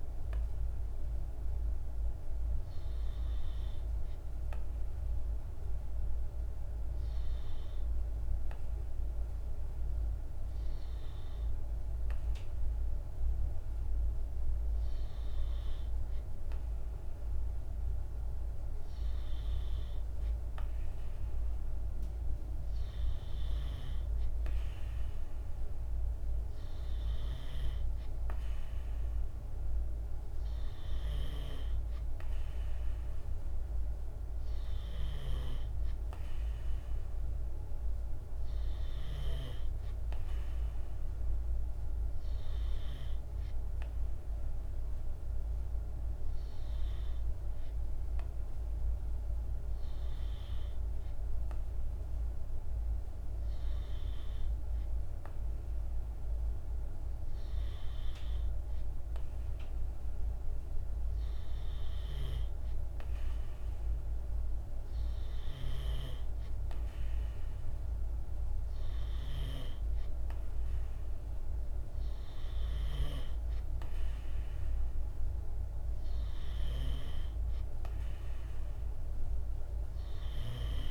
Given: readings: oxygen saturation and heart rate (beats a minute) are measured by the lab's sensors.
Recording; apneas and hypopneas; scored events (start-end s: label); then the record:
breathing in sleep, hard to hear, by a room microphone; none
none scored
From the record:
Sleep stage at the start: N2 (light sleep); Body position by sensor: on the right side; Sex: male